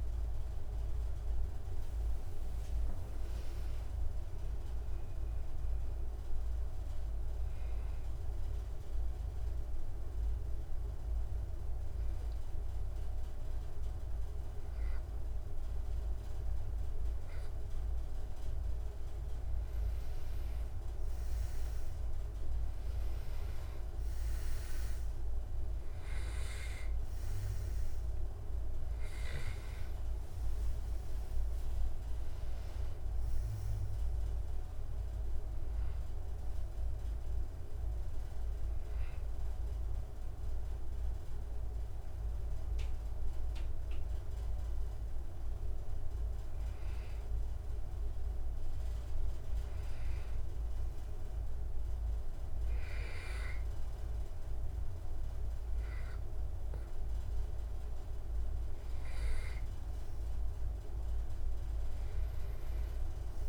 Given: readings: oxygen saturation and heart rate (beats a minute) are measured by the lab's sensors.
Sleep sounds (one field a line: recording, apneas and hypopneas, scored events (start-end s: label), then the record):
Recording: breathing in sleep, hard to hear, by a room microphone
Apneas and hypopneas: 2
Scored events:
0.00-2.00 s: arousal
7.50-19.50 s: mixed apnea (oxygen 94% before, 90% lowest, heart rate 88 before, 65 extreme, up 6 after)
21.50-26.00 s: arousal
28.50-38.50 s: oxygen desaturation (device-marked, oxygen 99% before, 93% lowest, heart rate 71 before, 69 extreme)
36.00-47.00 s: hypopnea (oxygen 100% before, 93% lowest, heart rate 70 before, 69 extreme, up 6 after)
49.50-53.00 s: arousal
58.50-63.49 s: oxygen desaturation (device-marked, oxygen 99% before, 93% lowest, heart rate 72 before, 69 extreme)
From the record:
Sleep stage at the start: N2 (light sleep)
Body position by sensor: on the back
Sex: male